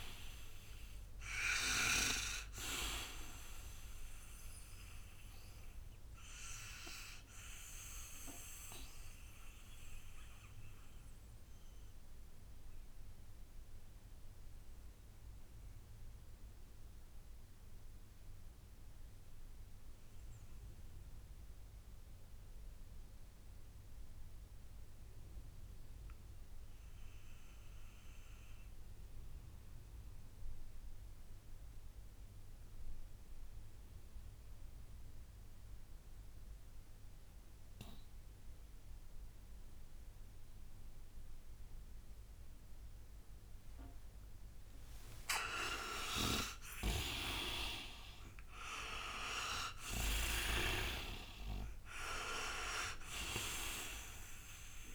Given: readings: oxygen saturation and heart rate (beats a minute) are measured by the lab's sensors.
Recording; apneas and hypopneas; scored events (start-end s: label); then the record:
breathing in sleep by a room microphone; 1
0.00-24.50 s: oxygen desaturation (device-marked, oxygen 80% lowest, heart rate 60 extreme)
5.00-45.50 s: mixed apnea (oxygen 98% before, 79% lowest, heart rate 68 before, 60 extreme, up 15 after)
39.50-54.95 s: oxygen desaturation (device-marked, oxygen 98% before, 79% lowest, heart rate 65 before, 59 extreme)
46.50-50.50 s: arousal
From the record:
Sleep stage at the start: N2 (light sleep); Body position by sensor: on the right side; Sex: male